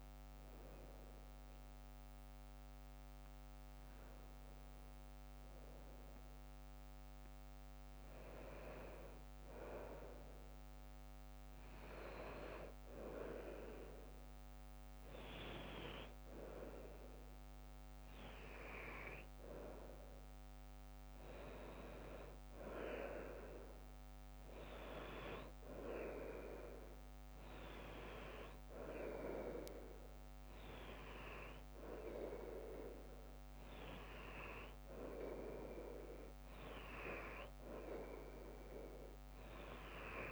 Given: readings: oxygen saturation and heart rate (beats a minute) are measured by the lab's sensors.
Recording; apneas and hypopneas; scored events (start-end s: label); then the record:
a person partly awake in a sleep study, by a microphone on the trachea; none
19.50-40.31 s: new sleep stage, N2 (light sleep)
From the record:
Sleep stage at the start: awake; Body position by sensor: on the back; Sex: female